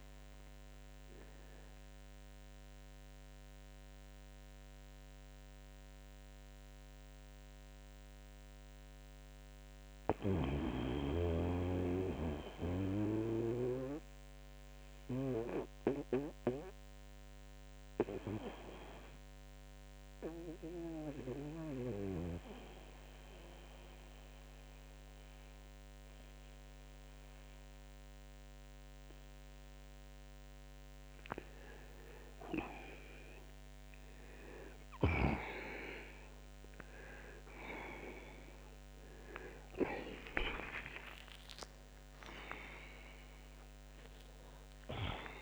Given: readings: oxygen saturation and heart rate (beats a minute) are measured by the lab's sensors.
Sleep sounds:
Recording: breathing in sleep by a microphone on the trachea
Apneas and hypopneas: 1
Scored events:
0.00-5.50 s: oxygen desaturation (device-marked, oxygen 91% lowest)
4.50-31.00 s: mixed apnea (oxygen 95% before, 86% lowest)
14.50-33.50 s: oxygen desaturation (device-marked, oxygen 92% before, 86% lowest)
35.50-40.00 s: arousal
40.50-45.42 s: oxygen desaturation (device-marked, oxygen 97% before, 93% lowest)
From the record:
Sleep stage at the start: N2 (light sleep)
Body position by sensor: on the back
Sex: male

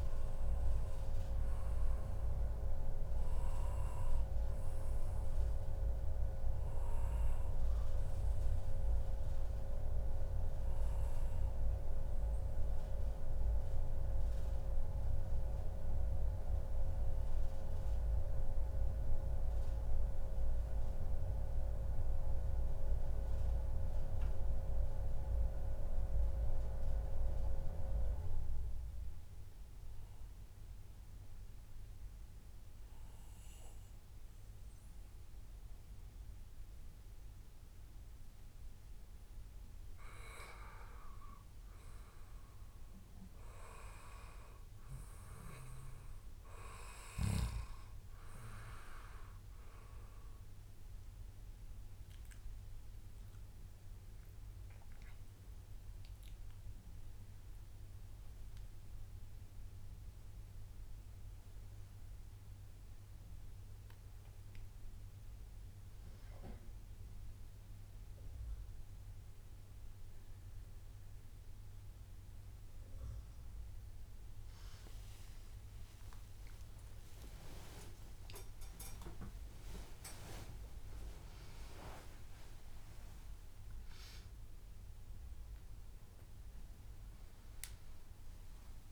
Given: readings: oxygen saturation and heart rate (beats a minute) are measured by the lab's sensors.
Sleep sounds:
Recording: a person partly awake in a sleep study, by a room microphone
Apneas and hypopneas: 1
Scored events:
0.00-17.00 s: oxygen desaturation (device-marked, oxygen 93% lowest, heart rate 106 extreme)
7.00-38.50 s: obstructive apnea (oxygen 97% before, 94% lowest, heart rate 141 before, 126 extreme, up 0 after)
8.00-10.00 s: long interval between heartbeats (device-marked, heart rate 140 before, 114 extreme)
44.00-53.00 s: oxygen desaturation (device-marked, oxygen 98% before, 94% lowest, heart rate 142 before, 97 extreme)
48.00-88.92 s: new sleep stage, awake
From the record:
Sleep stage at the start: N2 (light sleep)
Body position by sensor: on the back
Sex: male

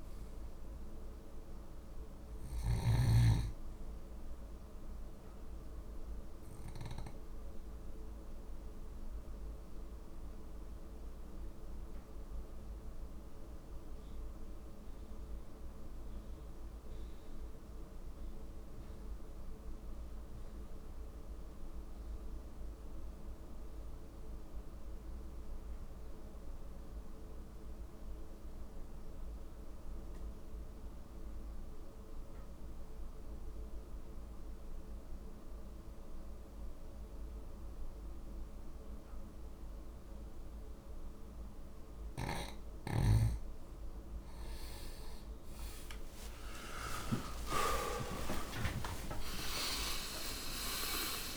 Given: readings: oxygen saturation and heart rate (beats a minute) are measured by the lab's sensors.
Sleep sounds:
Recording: a person partly awake in a sleep study, by a room microphone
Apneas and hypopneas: 1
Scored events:
0.00-3.00 s: snoring (device-marked)
6.00-42.00 s: obstructive apnea (oxygen 97% before, 90% lowest, heart rate 51 before, 48 extreme, up 51 after)
11.00-20.00 s: oxygen desaturation (device-marked, oxygen 96% before, 91% lowest, heart rate 49 before, 48 extreme)
34.00-51.37 s: new sleep stage, awake
38.00-51.00 s: oxygen desaturation (device-marked, oxygen 96% before, 93% lowest, heart rate 49 before, 50 extreme)
From the record:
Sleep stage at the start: N2 (light sleep)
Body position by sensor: on the back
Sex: male

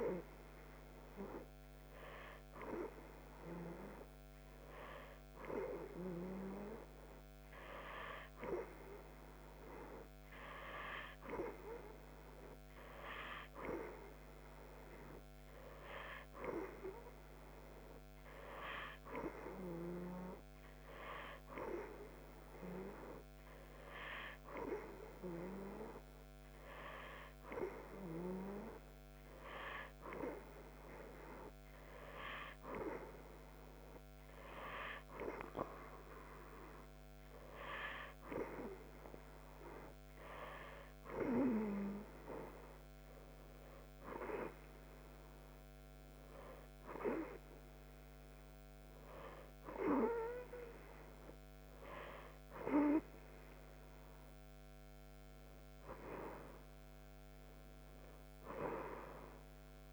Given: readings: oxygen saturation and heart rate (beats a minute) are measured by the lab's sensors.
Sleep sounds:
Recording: breathing in sleep by a microphone on the trachea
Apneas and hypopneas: none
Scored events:
none scored
From the record:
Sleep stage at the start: N2 (light sleep)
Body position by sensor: on the right side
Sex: female

